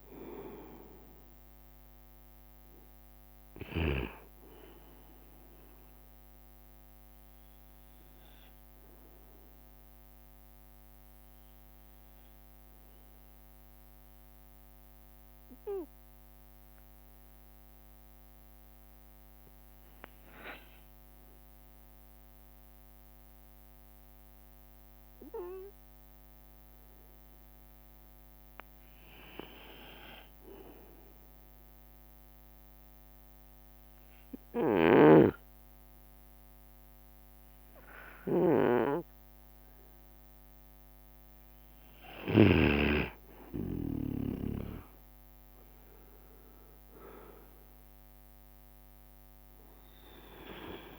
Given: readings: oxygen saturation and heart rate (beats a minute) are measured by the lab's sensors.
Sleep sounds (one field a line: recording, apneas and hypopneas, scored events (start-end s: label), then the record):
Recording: breathing in sleep by a microphone on the trachea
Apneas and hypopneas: 1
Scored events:
0.00-23.00 s: oxygen desaturation (device-marked, oxygen 92% lowest)
0.00-28.00 s: bradycardia (device-marked)
2.00-6.50 s: leg movement (device-marked)
7.00-28.50 s: obstructive apnea (oxygen 98% before, 92% lowest)
26.50-29.50 s: leg movement (device-marked)
30.00-50.98 s: bradycardia (device-marked)
31.50-35.00 s: arousal
35.00-43.00 s: snoring (device-marked)
35.50-37.50 s: long interval between heartbeats (device-marked)
36.00-38.00 s: leg movement (device-marked)
41.00-43.50 s: leg movement (device-marked)
43.00-45.00 s: long interval between heartbeats (device-marked)
From the record:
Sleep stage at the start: N2 (light sleep)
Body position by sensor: on the right side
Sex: male